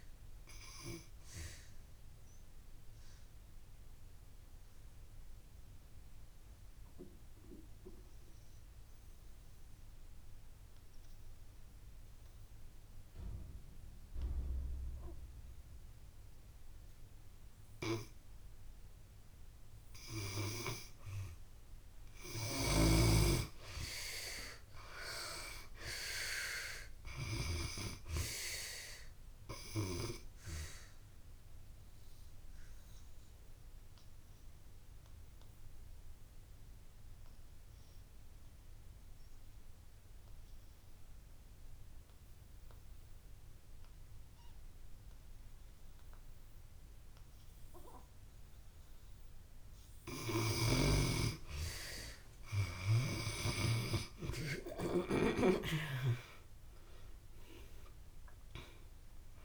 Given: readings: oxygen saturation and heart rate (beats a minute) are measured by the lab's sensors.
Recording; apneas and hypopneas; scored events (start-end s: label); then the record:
breathing in sleep by a room microphone; 2
0.00-19.50 s: oxygen desaturation (device-marked, oxygen 76% lowest)
1.00-19.50 s: obstructive apnea (oxygen 97% before, 76% lowest)
21.50-24.50 s: arousal
21.50-49.50 s: oxygen desaturation (device-marked, oxygen 95% before, 76% lowest)
30.50-49.50 s: obstructive apnea (oxygen 95% before, 76% lowest)
51.50-55.00 s: arousal
51.50-59.44 s: oxygen desaturation (device-marked, oxygen 95% before, 76% lowest)
From the record:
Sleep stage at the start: N2 (light sleep); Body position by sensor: on the back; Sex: female